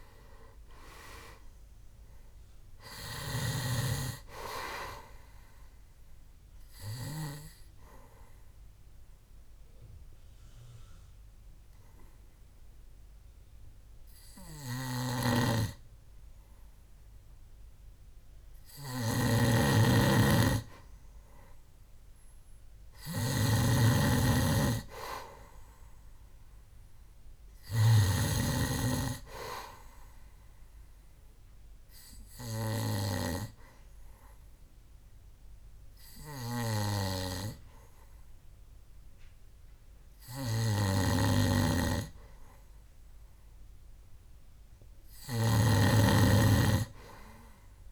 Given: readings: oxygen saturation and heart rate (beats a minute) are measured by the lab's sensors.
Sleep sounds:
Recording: breathing in sleep by a room microphone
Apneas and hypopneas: 2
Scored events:
0.00-3.50 s: arousal
5.00-23.00 s: oxygen desaturation (device-marked, oxygen 98% before, 93% lowest, heart rate 68 before, 66 extreme)
8.00-19.50 s: obstructive apnea (oxygen 98% before, 92% lowest, heart rate 69 before, 66 extreme, up 3 after)
15.00-28.50 s: snoring (device-marked)
23.00-26.00 s: arousal
30.50-43.00 s: obstructive apnea (oxygen 98% before, 92% lowest, heart rate 69 before, 66 extreme, up 4 after)
31.00-44.00 s: oxygen desaturation (device-marked, oxygen 97% before, 92% lowest, heart rate 69 before, 67 extreme)
41.00-47.92 s: snoring (device-marked)
46.00-47.92 s: arousal
From the record:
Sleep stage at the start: N2 (light sleep)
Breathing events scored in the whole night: 341 in 4.3 hours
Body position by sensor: on the back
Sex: male

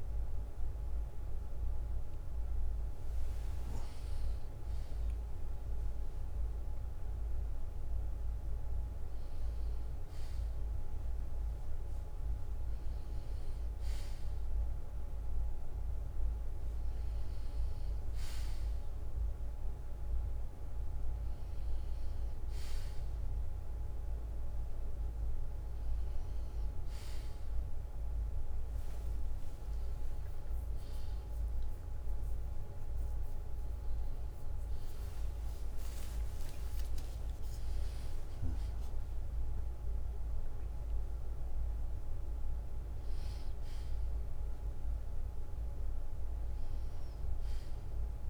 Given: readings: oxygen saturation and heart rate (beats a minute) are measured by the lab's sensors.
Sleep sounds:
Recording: a person awake in a sleep study, hard to hear, by a room microphone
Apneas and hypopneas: none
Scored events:
none scored
From the record:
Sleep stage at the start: awake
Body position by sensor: on the right side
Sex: male

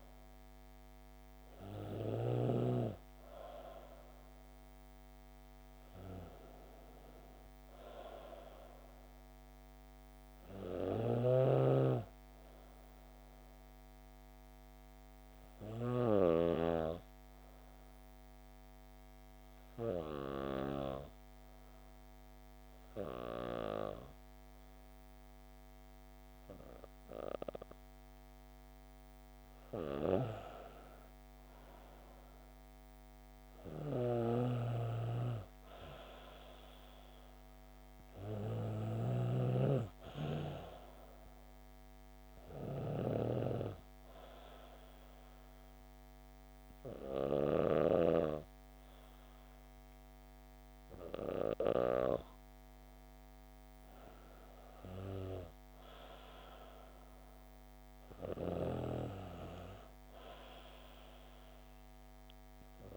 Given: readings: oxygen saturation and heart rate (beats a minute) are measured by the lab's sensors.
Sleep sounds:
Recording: breathing in sleep by a microphone on the trachea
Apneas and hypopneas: 1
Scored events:
13.00-29.00 s: hypopnea (oxygen 98% before, 95% lowest, heart rate 64 before, 60 extreme, up 10 after)
29.00-32.50 s: arousal
From the record:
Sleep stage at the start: N2 (light sleep)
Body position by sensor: on the back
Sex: female

